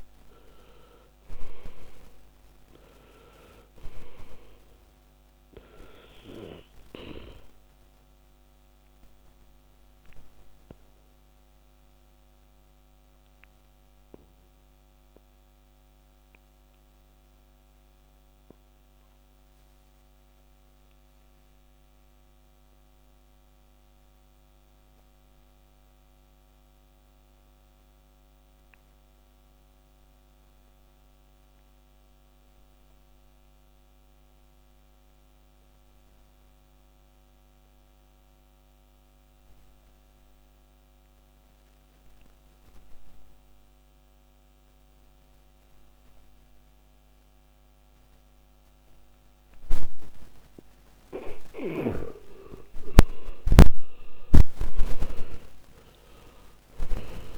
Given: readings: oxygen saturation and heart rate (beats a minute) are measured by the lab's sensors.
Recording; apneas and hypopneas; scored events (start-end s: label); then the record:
breathing in sleep by a microphone on the trachea; 1
0.00-41.00 s: oxygen desaturation (device-marked, oxygen 76% lowest, heart rate 49 extreme)
9.50-50.00 s: obstructive apnea (oxygen 99% before, 76% lowest, heart rate 65 before, 47 extreme, up 19 after)
52.00-57.00 s: arousal
From the record:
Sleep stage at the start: N2 (light sleep); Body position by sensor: on the back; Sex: male